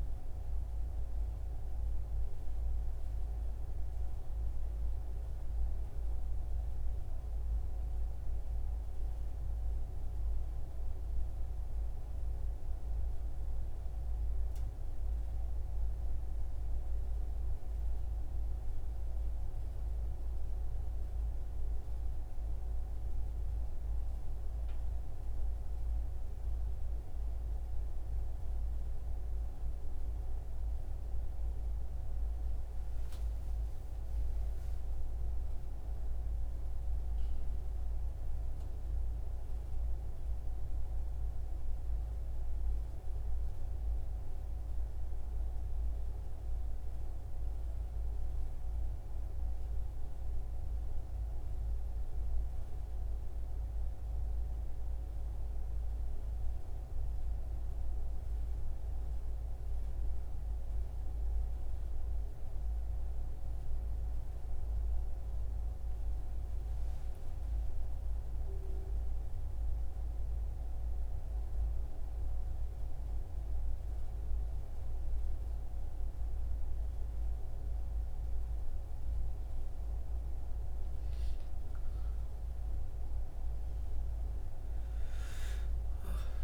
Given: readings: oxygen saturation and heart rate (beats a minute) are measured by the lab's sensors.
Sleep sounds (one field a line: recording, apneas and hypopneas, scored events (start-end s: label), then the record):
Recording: breathing in sleep, hard to hear, by a room microphone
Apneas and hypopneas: none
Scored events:
85.00-86.44 s: new sleep stage, awake
From the record:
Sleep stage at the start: N1 (lightest sleep)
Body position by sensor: on the back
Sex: male